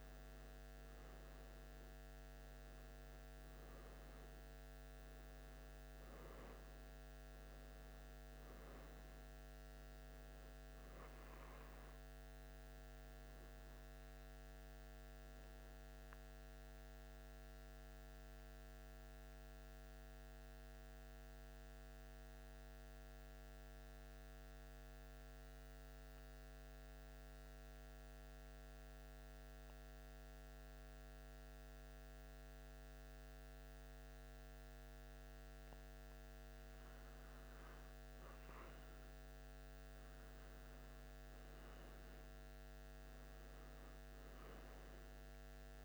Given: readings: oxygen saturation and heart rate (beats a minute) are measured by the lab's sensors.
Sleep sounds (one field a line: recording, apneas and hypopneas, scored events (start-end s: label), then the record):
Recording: breathing in sleep, hard to hear, by a microphone on the trachea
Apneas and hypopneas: 1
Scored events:
8.00-45.85 s: new sleep stage, N2 (light sleep)
15.50-36.50 s: mixed apnea (oxygen 95% before, 88% lowest, heart rate 78 before, 77 extreme, up 0 after)
17.00-41.00 s: oxygen desaturation (device-marked, oxygen 92% before, 88% lowest, heart rate 78 before, 77 extreme)
39.00-43.00 s: arousal
From the record:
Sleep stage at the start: N1 (lightest sleep)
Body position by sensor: on the back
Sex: male